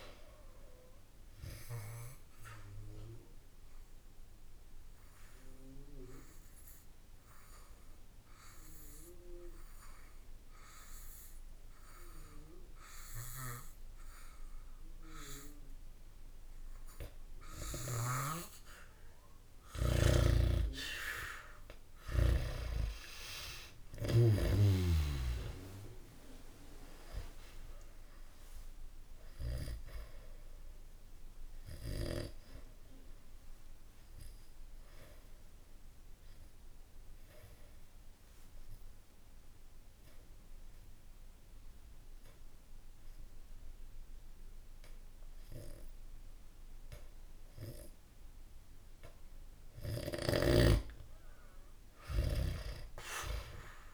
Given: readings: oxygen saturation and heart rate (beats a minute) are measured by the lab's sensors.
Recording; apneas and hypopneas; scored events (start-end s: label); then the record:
breathing in sleep by a room microphone; 2
1.00-16.00 s: oxygen desaturation (device-marked, oxygen 97% before, 92% lowest, heart rate 66 before, 67 extreme)
1.50-20.50 s: obstructive apnea (oxygen 97% before, 89% lowest, heart rate 66 before, 67 extreme, up 3 after)
17.50-22.00 s: snoring (device-marked)
22.00-26.00 s: arousal
24.00-48.00 s: oxygen desaturation (device-marked, oxygen 95% before, 89% lowest, heart rate 68 before, 64 extreme)
29.50-49.00 s: obstructive apnea (oxygen 96% before, 89% lowest, heart rate 68 before, 64 extreme, up 0 after)
52.00-53.94 s: arousal
From the record:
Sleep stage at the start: N2 (light sleep); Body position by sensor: on the back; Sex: male